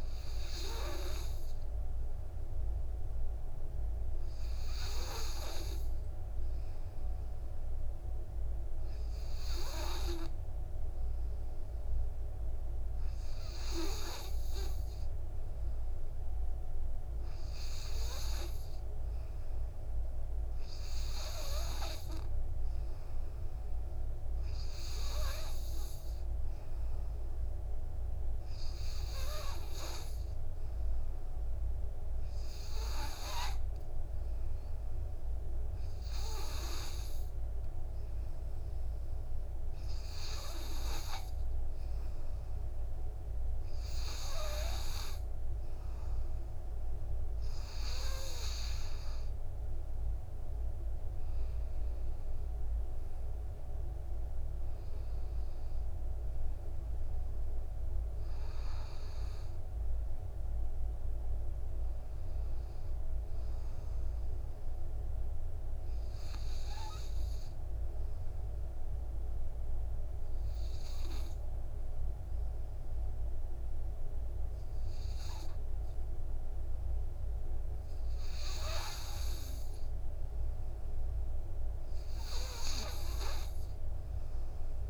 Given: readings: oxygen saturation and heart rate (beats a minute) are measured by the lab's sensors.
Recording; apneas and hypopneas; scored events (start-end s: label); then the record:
breathing in sleep by a room microphone; 2
0.00-16.00 s: oxygen desaturation (device-marked, oxygen 90% lowest, heart rate 52 extreme)
0.50-47.00 s: obstructive apnea (oxygen 95% before, 90% lowest, heart rate 63 before, 52 extreme, up 18 after)
27.00-39.00 s: oxygen desaturation (device-marked, oxygen 98% before, 93% lowest, heart rate 55 before, 52 extreme)
49.00-52.50 s: arousal
53.00-75.00 s: oxygen desaturation (device-marked, oxygen 95% before, 91% lowest, heart rate 59 before, 53 extreme)
66.50-80.00 s: obstructive apnea (oxygen 95% before, 91% lowest, heart rate 66 before, 53 extreme, up 7 after)
83.50-84.90 s: arousal
From the record:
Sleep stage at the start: N2 (light sleep); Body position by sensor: on the right side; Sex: male